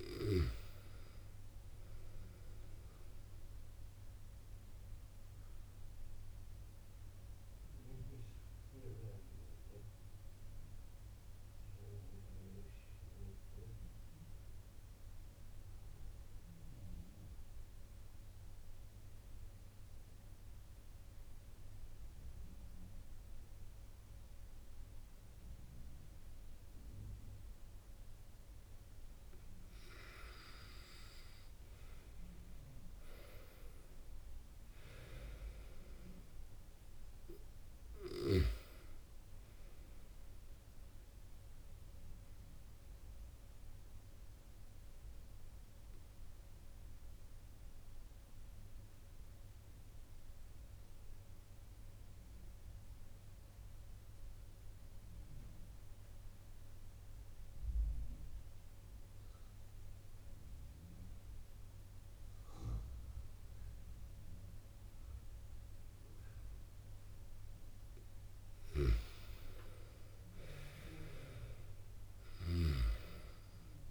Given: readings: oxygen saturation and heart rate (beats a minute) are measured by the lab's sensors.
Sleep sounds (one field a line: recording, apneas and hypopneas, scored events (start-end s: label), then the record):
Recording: breathing in sleep by a room microphone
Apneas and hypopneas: 2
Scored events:
0.00-14.50 s: oxygen desaturation (device-marked, oxygen 92% lowest)
4.50-28.50 s: obstructive apnea (oxygen 97% before, 90% lowest)
30.50-35.50 s: arousal
30.50-52.50 s: oxygen desaturation (device-marked, oxygen 97% before, 91% lowest)
43.50-67.50 s: obstructive apnea (oxygen 97% before, 90% lowest)
69.50-73.00 s: arousal
70.50-73.91 s: oxygen desaturation (device-marked, oxygen 96% before, 90% lowest)
From the record:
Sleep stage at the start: N2 (light sleep)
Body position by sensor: on the back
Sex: male